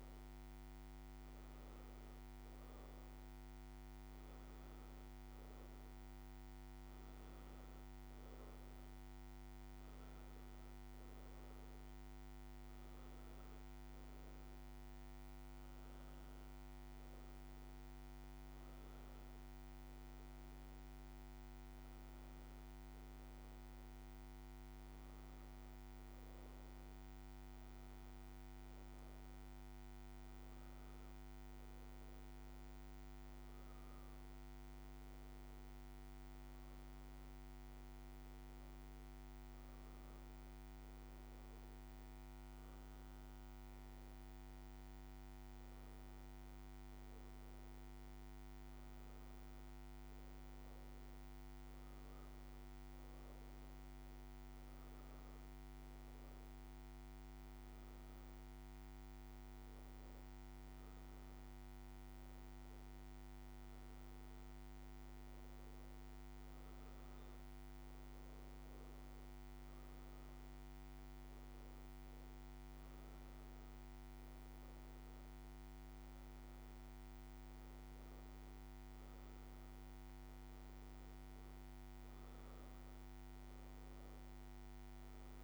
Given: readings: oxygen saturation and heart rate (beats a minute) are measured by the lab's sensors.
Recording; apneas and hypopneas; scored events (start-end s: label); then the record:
breathing in sleep, hard to hear, by a microphone on the trachea; none
0.00-1.50 s: arousal
From the record:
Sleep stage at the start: N2 (light sleep); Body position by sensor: on the back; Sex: female